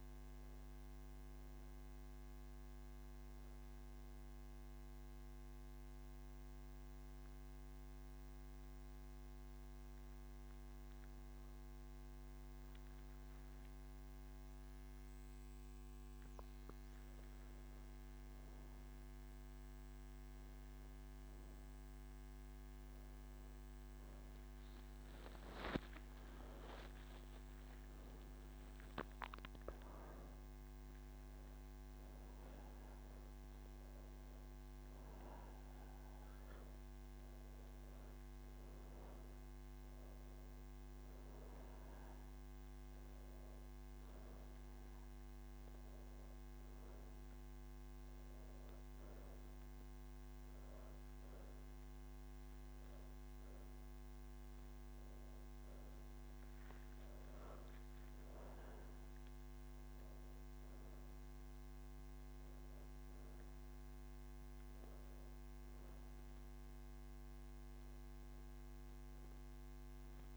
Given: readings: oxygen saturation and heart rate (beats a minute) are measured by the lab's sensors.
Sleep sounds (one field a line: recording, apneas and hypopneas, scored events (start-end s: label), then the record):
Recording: breathing in sleep, hard to hear, by a microphone on the trachea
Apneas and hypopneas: none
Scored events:
37.50-63.50 s: oxygen desaturation (device-marked, oxygen 97% before, 90% lowest)
From the record:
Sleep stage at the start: N1 (lightest sleep)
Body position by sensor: on the back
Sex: female